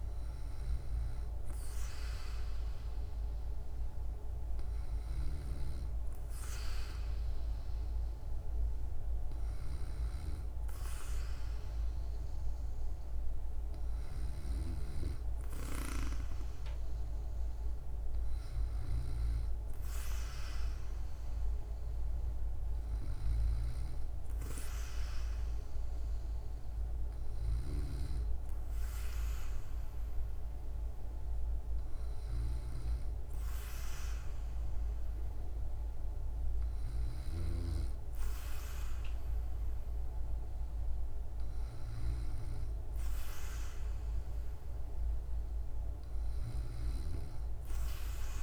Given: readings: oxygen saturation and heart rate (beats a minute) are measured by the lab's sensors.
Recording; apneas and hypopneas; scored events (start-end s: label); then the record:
breathing in sleep by a room microphone; none
none scored
From the record:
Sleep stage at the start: N2 (light sleep); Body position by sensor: on the back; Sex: female